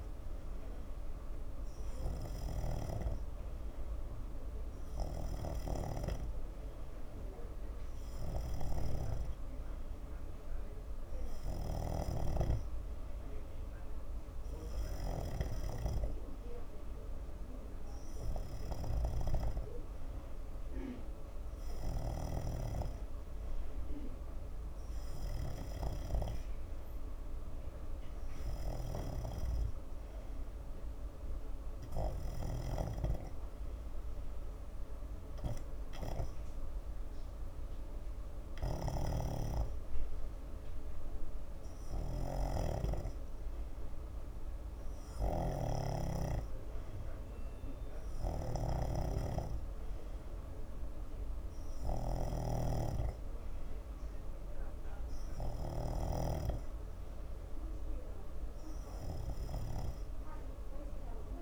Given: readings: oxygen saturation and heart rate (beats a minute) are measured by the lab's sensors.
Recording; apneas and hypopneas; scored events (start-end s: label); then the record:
breathing in sleep by a room microphone; none
0.00-61.42 s: snoring (device-marked)
41.50-61.42 s: new sleep stage, N2 (light sleep)
From the record:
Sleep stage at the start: N3 (deep sleep); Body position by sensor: on the front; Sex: male